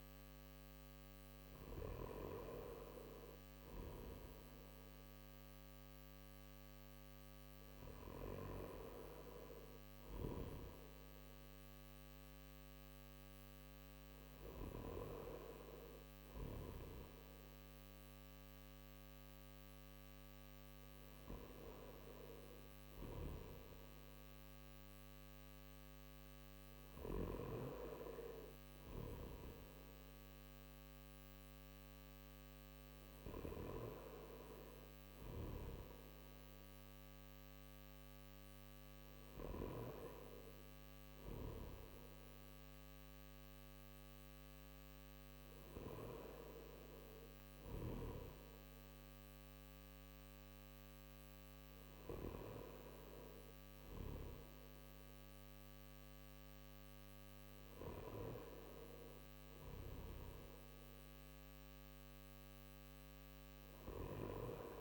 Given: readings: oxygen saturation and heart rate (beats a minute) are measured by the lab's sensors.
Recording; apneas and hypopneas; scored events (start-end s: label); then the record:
breathing in sleep by a microphone on the trachea; none
none scored
From the record:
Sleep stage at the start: N1 (lightest sleep); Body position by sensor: on the back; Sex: male